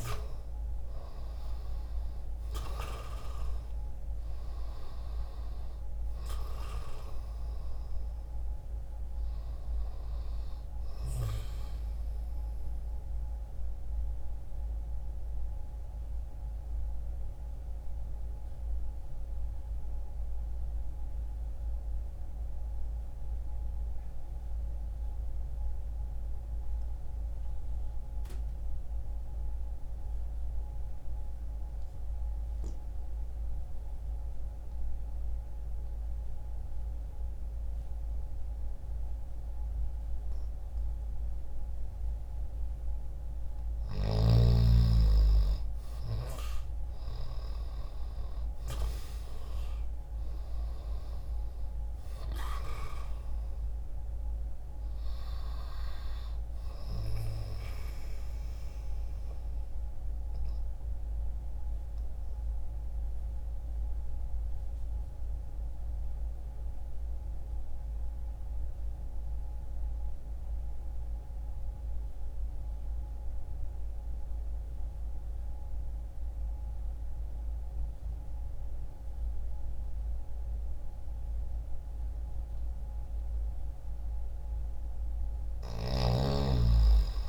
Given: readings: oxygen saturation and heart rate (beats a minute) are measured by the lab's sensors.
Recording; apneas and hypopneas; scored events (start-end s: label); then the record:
breathing in sleep by a room microphone; 2
0.00-3.00 s: arousal
3.00-33.00 s: oxygen desaturation (device-marked, oxygen 94% before, 86% lowest, heart rate 60 before, 60 extreme)
13.00-43.50 s: obstructive apnea (oxygen 94% before, 86% lowest, heart rate 60 before, 60 extreme, up 0 after)
44.50-49.00 s: arousal
56.50-83.00 s: obstructive apnea (oxygen 97% before, 86% lowest, heart rate 60 before, 60 extreme, up 0 after)
71.00-81.00 s: oxygen desaturation (device-marked, oxygen 92% before, 86% lowest, heart rate 60 before, 60 extreme)
From the record:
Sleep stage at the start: N2 (light sleep); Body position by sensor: on the left side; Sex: male